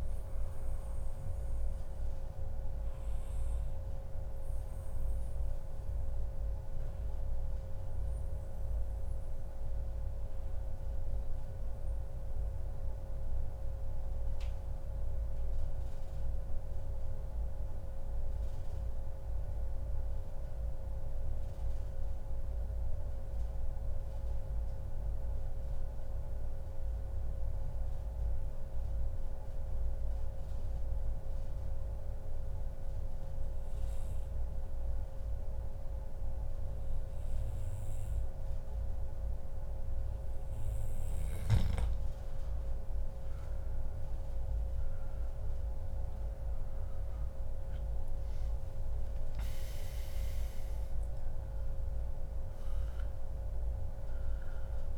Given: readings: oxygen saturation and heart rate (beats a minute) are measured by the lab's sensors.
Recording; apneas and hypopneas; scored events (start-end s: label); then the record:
breathing in sleep, hard to hear, by a room microphone; 1
1.00-40.00 s: obstructive apnea (oxygen 98% before, 91% lowest, heart rate 130 before, 97 extreme, up 0 after)
37.00-54.98 s: oxygen desaturation (device-marked, oxygen 97% before, 91% lowest, heart rate 145 before, 84 extreme)
45.00-50.50 s: arousal
From the record:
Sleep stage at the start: N2 (light sleep); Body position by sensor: on the back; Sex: male